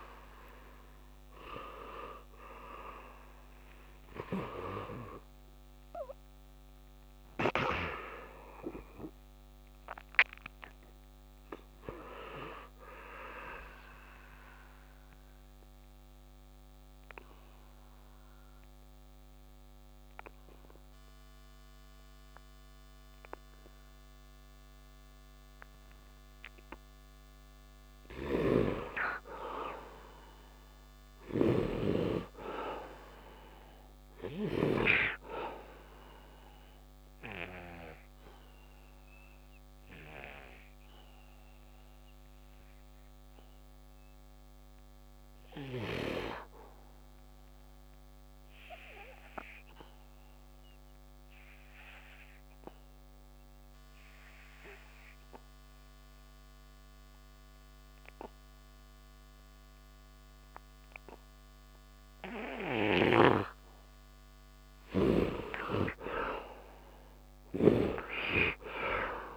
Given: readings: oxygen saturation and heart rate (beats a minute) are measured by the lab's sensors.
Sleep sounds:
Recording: breathing in sleep by a microphone on the trachea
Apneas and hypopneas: 2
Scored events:
4.50-10.00 s: arousal
15.00-25.50 s: obstructive apnea (oxygen 99% before, 76% lowest, heart rate 122 before, 68 extreme, up 34 after)
27.50-31.50 s: arousal
28.00-32.00 s: snoring (device-marked)
31.50-49.50 s: oxygen desaturation (device-marked, oxygen 99% before, 82% lowest, heart rate 83 before, 74 extreme)
35.50-64.50 s: obstructive apnea (oxygen 99% before, 72% lowest, heart rate 82 before, 73 extreme, up 8 after)
57.50-69.37 s: oxygen desaturation (device-marked, oxygen 98% before, 76% lowest, heart rate 85 before, 72 extreme)
67.50-69.37 s: arousal
From the record:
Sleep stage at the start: N2 (light sleep)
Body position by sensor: on the back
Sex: male

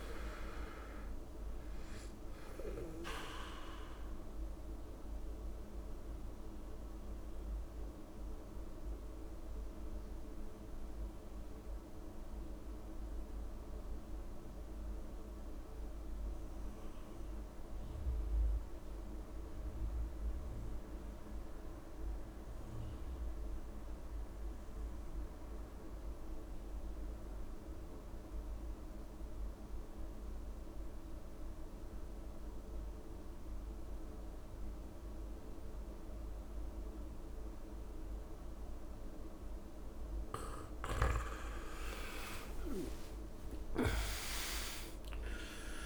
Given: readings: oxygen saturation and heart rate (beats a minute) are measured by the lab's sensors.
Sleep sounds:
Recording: breathing in sleep by a room microphone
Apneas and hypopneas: 1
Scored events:
0.00-20.50 s: oxygen desaturation (device-marked, oxygen 80% lowest)
4.50-39.00 s: mixed apnea (oxygen 98% before, 80% lowest)
31.50-45.86 s: oxygen desaturation (device-marked, oxygen 99% before, 83% lowest)
43.00-45.86 s: arousal
From the record:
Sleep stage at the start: N2 (light sleep)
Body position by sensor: on the back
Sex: male

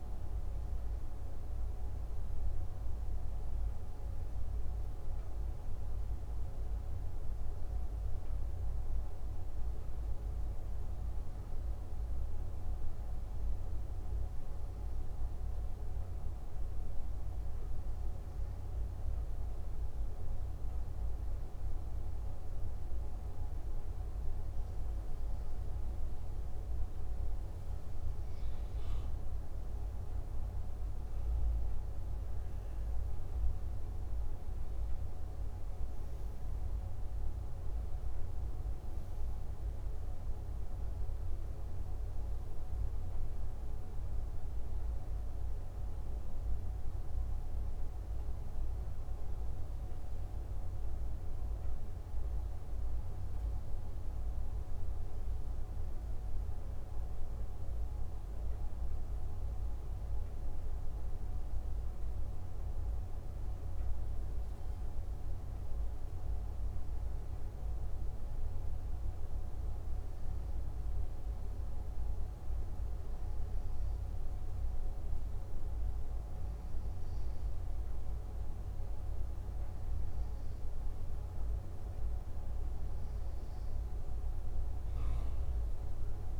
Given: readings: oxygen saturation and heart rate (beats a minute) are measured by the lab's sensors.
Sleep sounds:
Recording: breathing in sleep, hard to hear, by a room microphone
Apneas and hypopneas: 2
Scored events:
9.50-27.00 s: hypopnea (oxygen 96% before, 94% lowest, heart rate 61 before, 59 extreme, up 5 after)
30.00-33.50 s: arousal
60.00-82.00 s: hypopnea (oxygen 97% before, 94% lowest, heart rate 60 before, 60 extreme, up 4 after)
From the record:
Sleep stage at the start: N2 (light sleep)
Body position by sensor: on the back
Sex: male

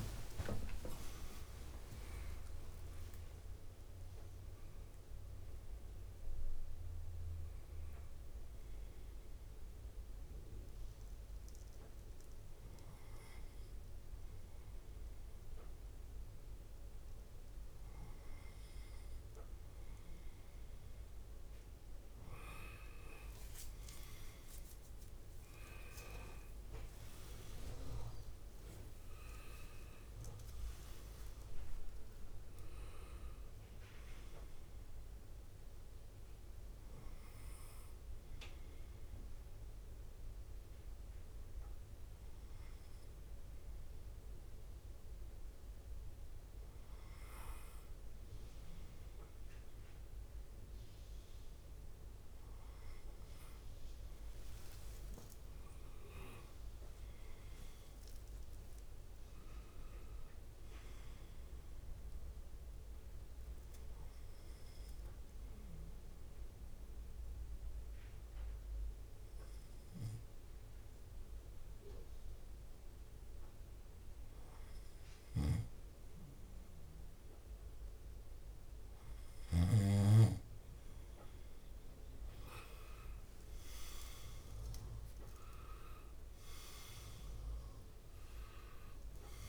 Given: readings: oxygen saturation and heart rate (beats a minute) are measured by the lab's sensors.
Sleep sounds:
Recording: a person partly awake in a sleep study, by a room microphone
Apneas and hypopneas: 2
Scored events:
5.50-89.49 s: new sleep stage, N2 (light sleep)
26.00-29.50 s: leg movement (device-marked)
29.50-41.50 s: drop in pulse transit time (device-marked, heart rate 57 before, 52 extreme)
38.50-49.50 s: hypopnea (oxygen 99% before, 95% lowest, heart rate 59 before, 51 extreme, up 7 after)
54.00-57.00 s: arousal
57.50-69.50 s: drop in pulse transit time (device-marked, heart rate 54 before, 51 extreme)
63.50-76.50 s: obstructive apnea (oxygen 98% before, 95% lowest, heart rate 56 before, 51 extreme, up 9 after)
81.50-86.00 s: arousal
From the record:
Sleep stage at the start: awake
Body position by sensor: on the back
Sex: male

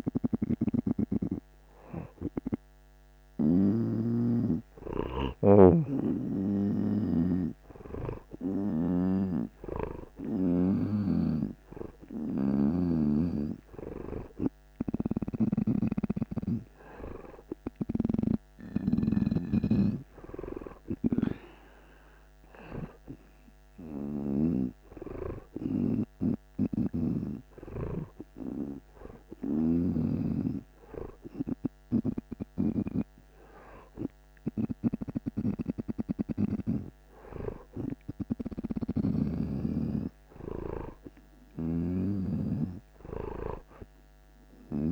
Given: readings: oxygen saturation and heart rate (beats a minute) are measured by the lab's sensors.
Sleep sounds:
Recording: breathing in sleep by a microphone on the trachea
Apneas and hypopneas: none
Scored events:
0.00-4.00 s: snoring (device-marked)
0.00-4.50 s: oxygen desaturation (device-marked, oxygen 86% lowest)
11.00-24.50 s: snoring (device-marked)
26.50-33.00 s: snoring (device-marked)
35.00-44.92 s: snoring (device-marked)
From the record:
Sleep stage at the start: N2 (light sleep)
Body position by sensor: on the right side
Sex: male

